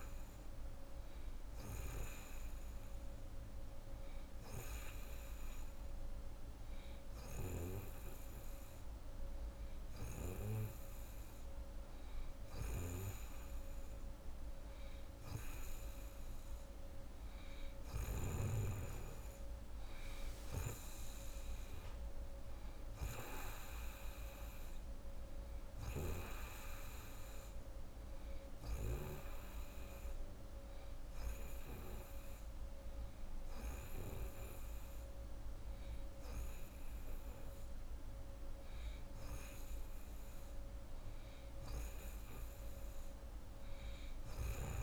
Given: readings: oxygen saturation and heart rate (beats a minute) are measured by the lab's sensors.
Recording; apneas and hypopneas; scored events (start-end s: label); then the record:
breathing in sleep by a room microphone; 1
28.00-40.00 s: hypopnea (oxygen 91% before, 89% lowest, heart rate 120 before, 67 extreme, up 44 after)
42.00-44.83 s: arousal
From the record:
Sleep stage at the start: N2 (light sleep); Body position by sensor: on the right side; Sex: female